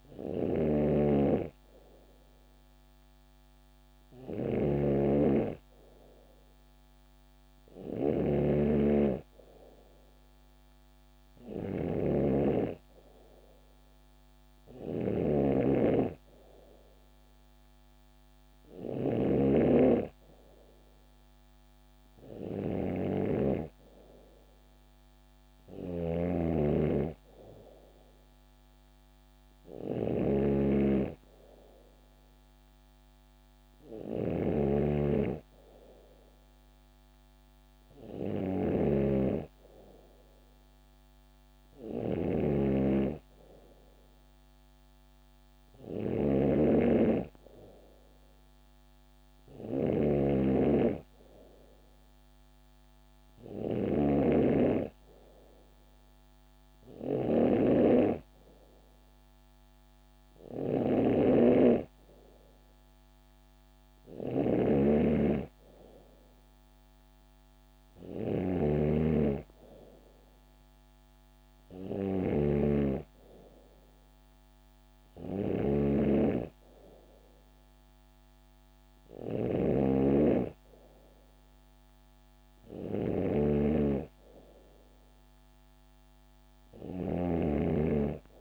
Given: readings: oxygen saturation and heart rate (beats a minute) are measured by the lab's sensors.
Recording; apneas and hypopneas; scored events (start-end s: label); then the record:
breathing in sleep by a microphone on the trachea; none
0.00-88.41 s: snoring (device-marked)
From the record:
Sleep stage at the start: N2 (light sleep); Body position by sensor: on the back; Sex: female